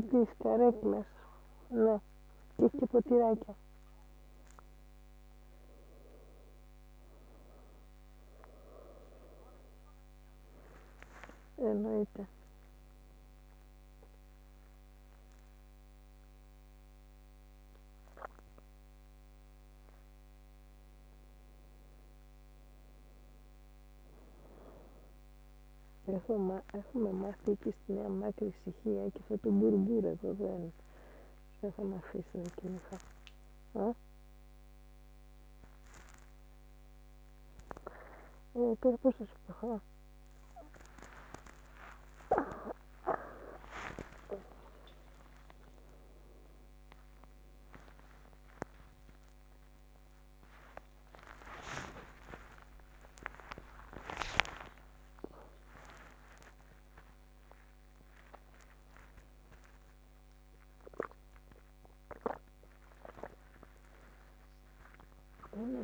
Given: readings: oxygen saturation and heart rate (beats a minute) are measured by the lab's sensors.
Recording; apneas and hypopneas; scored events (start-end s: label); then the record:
a person awake in a sleep study, by a microphone on the trachea; none
none scored
From the record:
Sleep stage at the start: awake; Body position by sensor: on the back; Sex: female